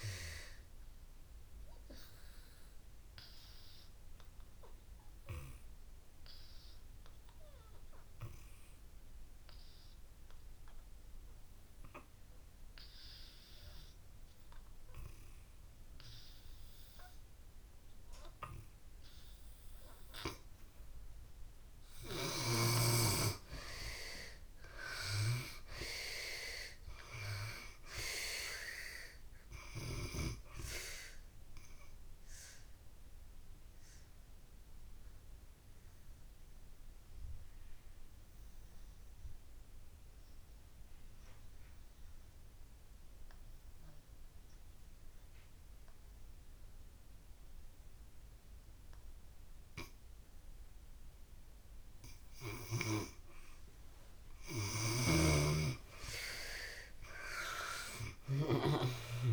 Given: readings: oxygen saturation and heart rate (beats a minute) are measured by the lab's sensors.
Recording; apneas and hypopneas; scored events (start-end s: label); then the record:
breathing in sleep by a room microphone; 2
0.00-21.00 s: oxygen desaturation (device-marked, oxygen 73% lowest)
1.00-20.50 s: obstructive apnea (oxygen 95% before, 73% lowest)
22.00-25.50 s: arousal
23.00-50.00 s: oxygen desaturation (device-marked, oxygen 96% before, 77% lowest)
30.50-52.50 s: obstructive apnea (oxygen 96% before, 74% lowest)
52.00-59.33 s: oxygen desaturation (device-marked, oxygen 95% before, 74% lowest)
54.50-57.50 s: arousal
From the record:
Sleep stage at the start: N2 (light sleep); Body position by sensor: on the back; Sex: female